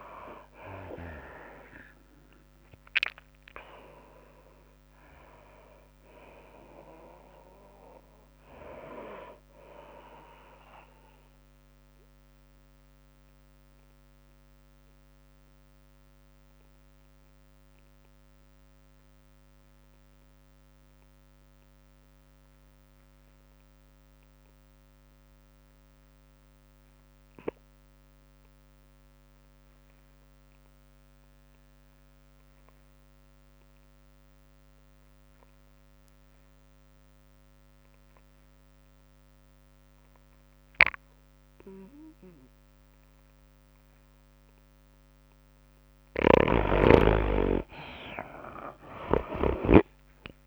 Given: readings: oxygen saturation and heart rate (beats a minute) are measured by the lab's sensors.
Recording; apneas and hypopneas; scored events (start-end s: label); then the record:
breathing in sleep by a microphone on the trachea; 1
0.00-13.50 s: drop in pulse transit time (device-marked, heart rate 96 extreme)
0.00-13.50 s: oxygen desaturation (device-marked, oxygen 81% lowest, heart rate 96 extreme)
0.50-2.50 s: long interval between heartbeats (device-marked, heart rate 102 before, 96 extreme)
4.50-19.50 s: tachycardia (device-marked, heart rate 103 before, 108 extreme)
14.00-45.50 s: obstructive apnea (oxygen 97% before, 71% lowest, heart rate 102 before, 96 extreme, up 6 after)
28.50-50.47 s: oxygen desaturation (device-marked, oxygen 96% before, 71% lowest, heart rate 103 before, 96 extreme)
47.00-50.47 s: snoring (device-marked)
From the record:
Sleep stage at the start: N2 (light sleep); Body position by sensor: on the right side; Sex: female